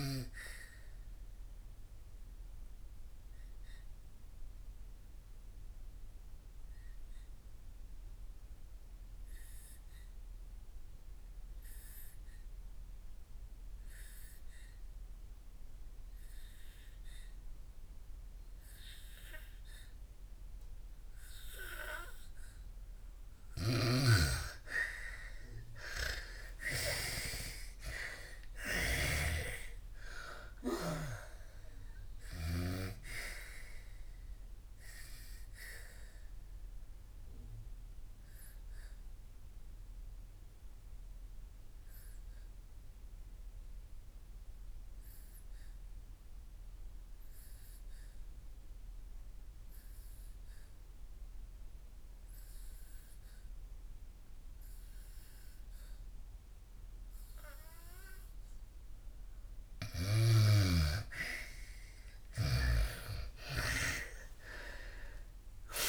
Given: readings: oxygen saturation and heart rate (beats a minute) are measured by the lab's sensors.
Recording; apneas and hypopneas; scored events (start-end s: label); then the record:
breathing in sleep by a room microphone; 2
0.00-14.00 s: oxygen desaturation (device-marked, oxygen 84% lowest, heart rate 58 extreme)
0.50-23.00 s: obstructive apnea (oxygen 99% before, 84% lowest, heart rate 71 before, 57 extreme, up 29 after)
20.00-55.00 s: oxygen desaturation (device-marked, oxygen 99% before, 84% lowest, heart rate 63 before, 57 extreme)
23.50-29.00 s: snoring (device-marked)
26.50-30.50 s: arousal
37.00-58.00 s: obstructive apnea (oxygen 99% before, 84% lowest, heart rate 73 before, 57 extreme, up 25 after)
57.00-65.89 s: oxygen desaturation (device-marked, oxygen 99% before, 84% lowest, heart rate 61 before, 56 extreme)
64.00-65.89 s: arousal
From the record:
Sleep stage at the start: N2 (light sleep); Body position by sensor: on the back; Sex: female